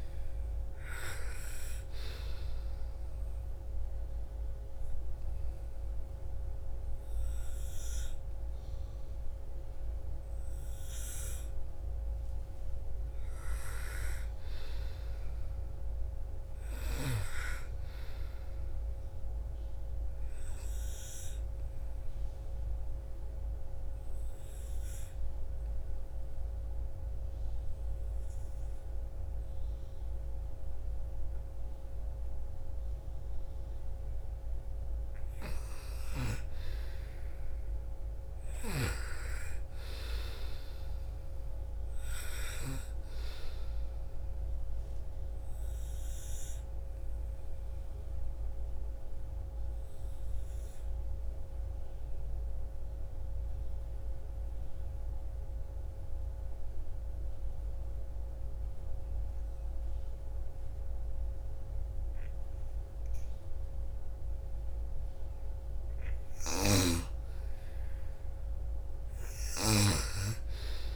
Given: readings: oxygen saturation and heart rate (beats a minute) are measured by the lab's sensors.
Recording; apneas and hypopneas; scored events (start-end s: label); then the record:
breathing in sleep by a room microphone; 2
0.00-15.50 s: oxygen desaturation (device-marked, oxygen 90% lowest, heart rate 48 extreme)
21.00-34.50 s: obstructive apnea (oxygen 98% before, 87% lowest, heart rate 57 before, 48 extreme, up 17 after)
36.50-39.50 s: arousal
39.50-55.50 s: oxygen desaturation (device-marked, oxygen 97% before, 91% lowest, heart rate 56 before, 54 extreme)
45.50-65.00 s: obstructive apnea (oxygen 97% before, 87% lowest, heart rate 57 before, 54 extreme, up 7 after)
65.50-69.50 s: snoring (device-marked)
66.50-69.00 s: arousal
67.50-70.96 s: oxygen desaturation (device-marked, oxygen 98% before, 87% lowest, heart rate 56 before, 54 extreme)
From the record:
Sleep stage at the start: N2 (light sleep); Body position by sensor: on the right side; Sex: female